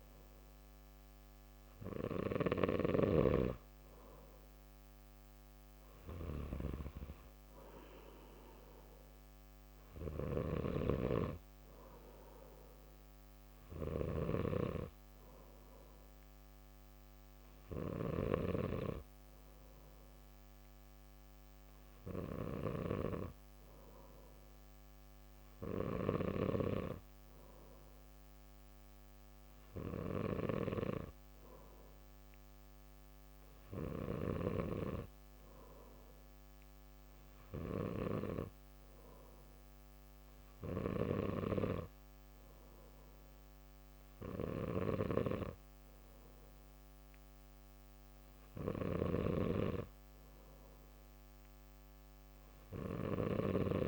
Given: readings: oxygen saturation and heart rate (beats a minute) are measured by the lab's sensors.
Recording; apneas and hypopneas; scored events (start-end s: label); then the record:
breathing in sleep by a microphone on the trachea; none
10.00-14.00 s: snoring (device-marked)
From the record:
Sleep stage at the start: N2 (light sleep); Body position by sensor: on the back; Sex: male